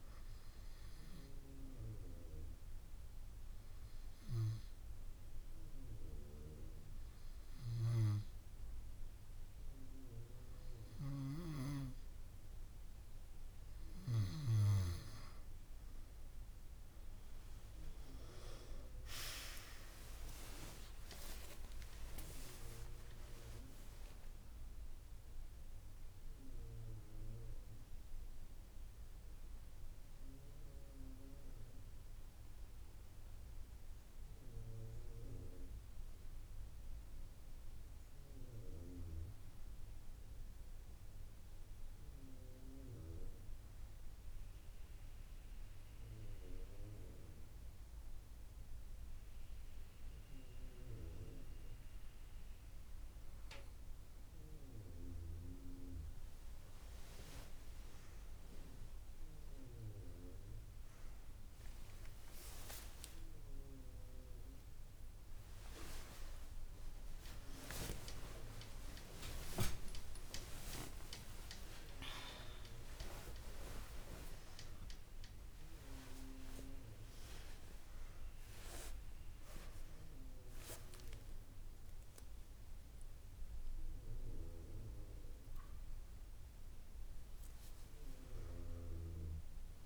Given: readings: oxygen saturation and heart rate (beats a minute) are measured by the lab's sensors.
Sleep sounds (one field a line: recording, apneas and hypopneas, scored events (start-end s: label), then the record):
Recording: a person partly awake in a sleep study, by a room microphone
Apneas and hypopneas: 1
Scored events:
2.50-14.50 s: hypopnea (oxygen 97% before, 93% lowest)
17.50-46.50 s: tachycardia (device-marked)
19.00-23.00 s: arousal
55.50-89.86 s: new sleep stage, awake
61.50-70.50 s: drop in pulse transit time (device-marked)
63.00-65.00 s: long interval between heartbeats (device-marked)
66.00-68.00 s: long interval between heartbeats (device-marked, heart rate 50 before, 42 extreme)
68.00-70.00 s: long interval between heartbeats (device-marked)
72.00-74.00 s: long interval between heartbeats (device-marked)
76.50-78.50 s: long interval between heartbeats (device-marked)
82.50-86.50 s: drop in pulse transit time (device-marked)
From the record:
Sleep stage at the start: N2 (light sleep)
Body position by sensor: on the right side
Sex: female